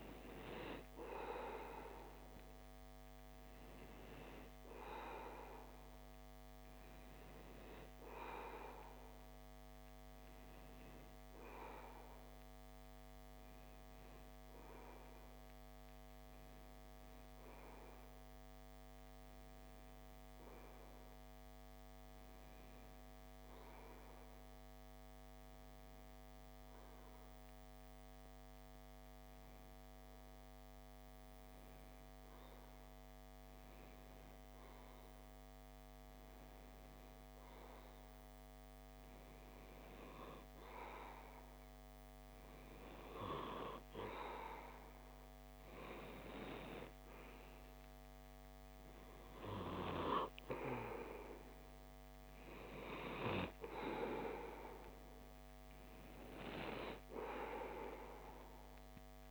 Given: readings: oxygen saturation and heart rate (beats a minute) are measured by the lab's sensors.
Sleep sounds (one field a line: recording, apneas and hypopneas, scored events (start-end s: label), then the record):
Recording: breathing in sleep by a microphone on the trachea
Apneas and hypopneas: 1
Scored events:
14.00-44.00 s: hypopnea (oxygen 96% before, 94% lowest)
From the record:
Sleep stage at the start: REM sleep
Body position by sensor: on the left side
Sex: male